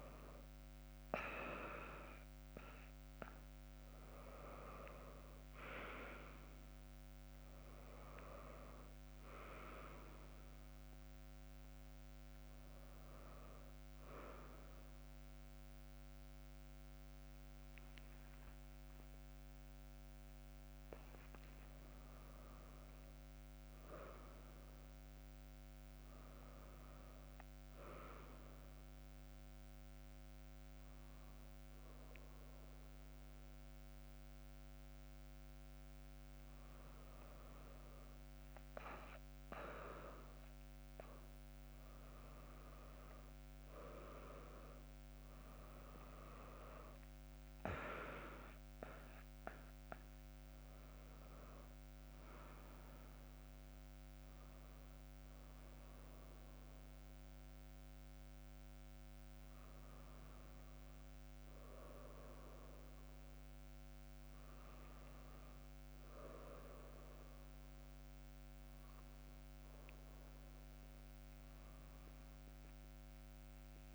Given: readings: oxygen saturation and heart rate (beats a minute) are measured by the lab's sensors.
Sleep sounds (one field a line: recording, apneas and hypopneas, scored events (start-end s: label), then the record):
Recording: breathing in sleep by a microphone on the trachea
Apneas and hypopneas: none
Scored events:
3.00-18.00 s: drop in pulse transit time (device-marked, heart rate 77 before, 68 extreme)
36.00-73.94 s: new sleep stage, N1 (lightest sleep)
52.00-62.00 s: drop in pulse transit time (device-marked, heart rate 75 before, 81 extreme)
From the record:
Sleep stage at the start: N2 (light sleep)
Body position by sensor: on the back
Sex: female